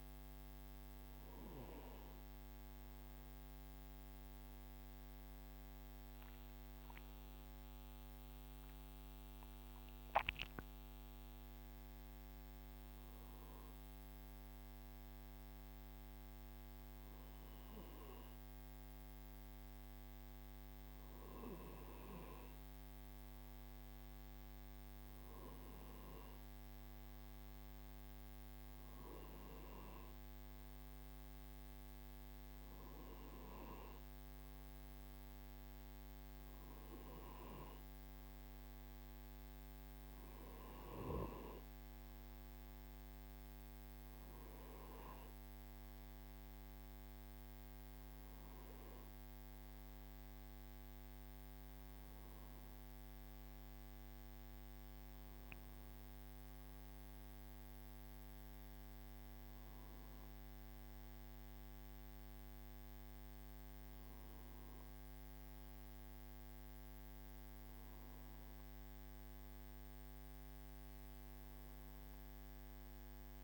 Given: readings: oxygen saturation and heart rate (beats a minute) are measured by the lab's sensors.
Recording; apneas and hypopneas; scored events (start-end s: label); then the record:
breathing in sleep, hard to hear, by a microphone on the trachea; none
4.50-10.50 s: tachycardia (device-marked, heart rate 57 before, 115 extreme)
6.50-8.50 s: long interval between heartbeats (device-marked, heart rate 55 before, 94 extreme)
11.50-13.50 s: long interval between heartbeats (device-marked, heart rate 69 before, 118 extreme)
From the record:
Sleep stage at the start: N2 (light sleep); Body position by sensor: on the right side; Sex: male